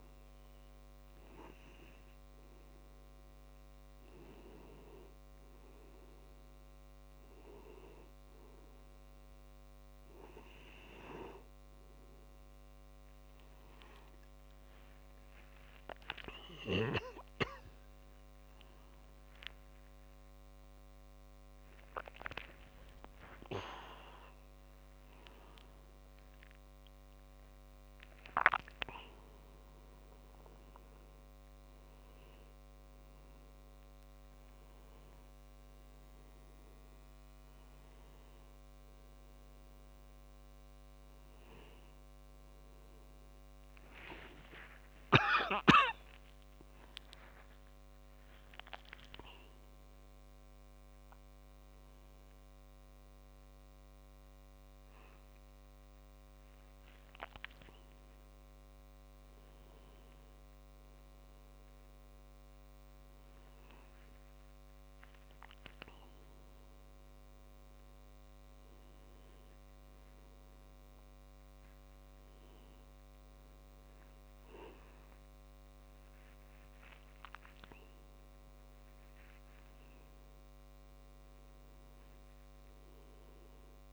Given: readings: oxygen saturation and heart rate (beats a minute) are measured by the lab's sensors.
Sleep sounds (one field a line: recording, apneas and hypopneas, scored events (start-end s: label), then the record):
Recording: a person awake in a sleep study, by a microphone on the trachea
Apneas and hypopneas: none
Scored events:
1.00-13.00 s: oxygen desaturation (device-marked, oxygen 97% before, 90% lowest)
75.00-80.00 s: tachycardia (device-marked, heart rate 33 before, 115 extreme)
From the record:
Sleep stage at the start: awake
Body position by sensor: on the back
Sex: male